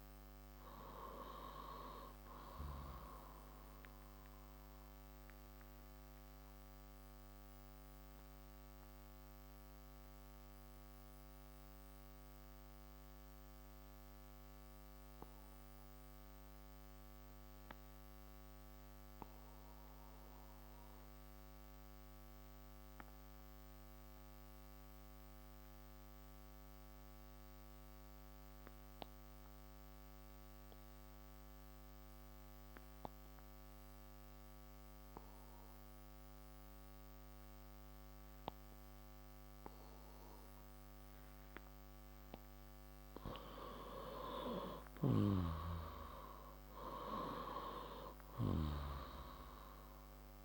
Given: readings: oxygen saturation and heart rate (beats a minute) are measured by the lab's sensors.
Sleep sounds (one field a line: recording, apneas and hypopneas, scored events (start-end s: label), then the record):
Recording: breathing in sleep by a microphone on the trachea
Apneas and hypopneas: 1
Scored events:
0.00-3.00 s: oxygen desaturation (device-marked, oxygen 93% lowest, heart rate 56 extreme)
4.00-42.50 s: obstructive apnea (oxygen 97% before, 88% lowest, heart rate 73 before, 56 extreme, up 8 after)
8.00-25.00 s: oxygen desaturation (device-marked, oxygen 94% before, 90% lowest, heart rate 73 before, 56 extreme)
37.00-50.45 s: oxygen desaturation (device-marked, oxygen 99% before, 88% lowest, heart rate 60 before, 56 extreme)
44.00-48.00 s: arousal
From the record:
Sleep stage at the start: N2 (light sleep)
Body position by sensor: on the left side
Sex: male